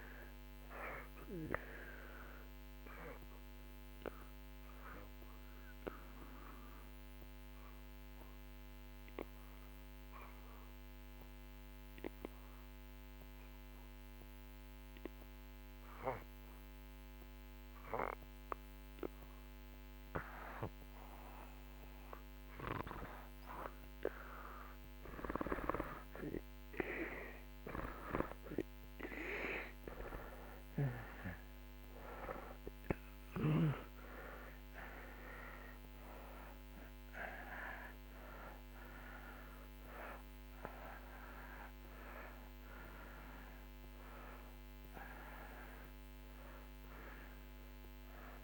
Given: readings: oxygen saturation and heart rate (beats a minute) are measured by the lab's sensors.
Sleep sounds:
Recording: breathing in sleep by a microphone on the trachea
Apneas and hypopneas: 1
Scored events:
0.00-17.50 s: oxygen desaturation (device-marked, oxygen 77% lowest)
1.00-22.50 s: obstructive apnea (oxygen 95% before, 77% lowest)
26.00-30.50 s: arousal
30.50-48.44 s: oxygen desaturation (device-marked, oxygen 97% before, 84% lowest)
From the record:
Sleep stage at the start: N2 (light sleep)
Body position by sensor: on the back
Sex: male

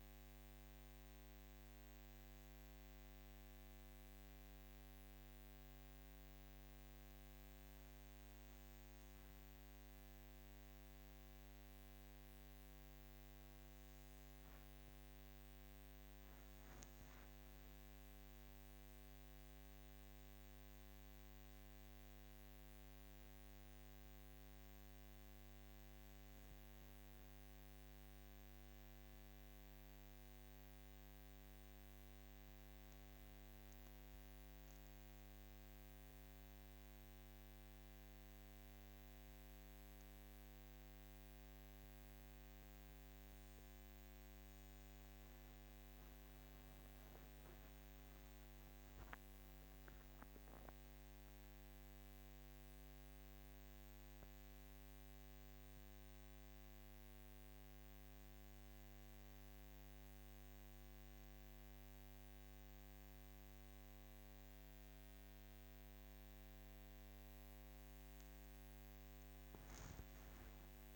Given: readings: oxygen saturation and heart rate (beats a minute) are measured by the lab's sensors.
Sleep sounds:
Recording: breathing in sleep, hard to hear, by a microphone on the trachea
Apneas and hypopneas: none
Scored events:
none scored
From the record:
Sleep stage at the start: N2 (light sleep)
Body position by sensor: on the back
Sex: female

